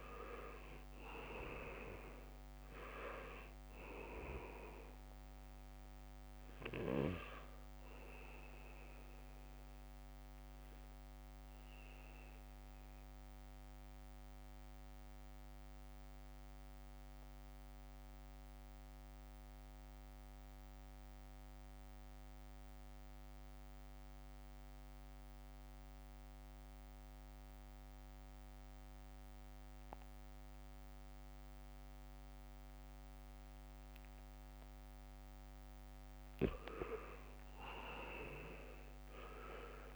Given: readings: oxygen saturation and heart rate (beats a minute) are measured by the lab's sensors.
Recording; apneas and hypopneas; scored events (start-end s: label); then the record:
breathing in sleep by a microphone on the trachea; 1
0.00-22.00 s: oxygen desaturation (device-marked, oxygen 80% lowest, heart rate 67 extreme)
8.00-13.00 s: leg movement (device-marked)
11.50-35.50 s: mixed apnea (oxygen 98% before, 80% lowest, heart rate 72 before, 68 extreme, up 0 after)
33.00-39.96 s: oxygen desaturation (device-marked, oxygen 99% before, 82% lowest, heart rate 75 before, 68 extreme)
38.50-39.96 s: arousal
From the record:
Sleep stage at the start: N2 (light sleep); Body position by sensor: on the back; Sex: male